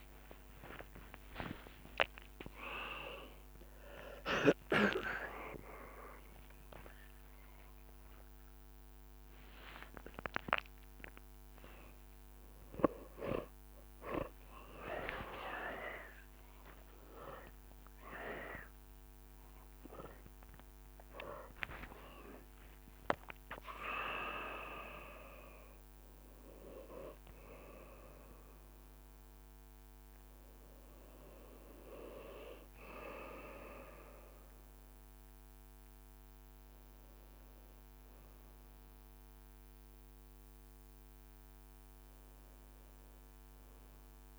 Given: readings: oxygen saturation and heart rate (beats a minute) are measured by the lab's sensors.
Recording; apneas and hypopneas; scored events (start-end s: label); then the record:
a person awake in a sleep study, by a microphone on the trachea; none
1.00-3.00 s: tachycardia (device-marked, heart rate 63 before, 91 extreme)
1.50-3.50 s: long interval between heartbeats (device-marked, heart rate 60 before, 89 extreme)
3.00-44.39 s: new sleep stage, awake
4.00-6.00 s: long interval between heartbeats (device-marked, heart rate 65 before, 105 extreme)
8.00-10.00 s: leg movement (device-marked)
12.00-22.50 s: leg movement (device-marked)
14.50-16.50 s: long interval between heartbeats (device-marked, heart rate 78 before, 78 extreme)
17.50-19.50 s: long interval between heartbeats (device-marked, heart rate 81 before, 88 extreme)
From the record:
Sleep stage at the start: N1 (lightest sleep); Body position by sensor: on the right side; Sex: male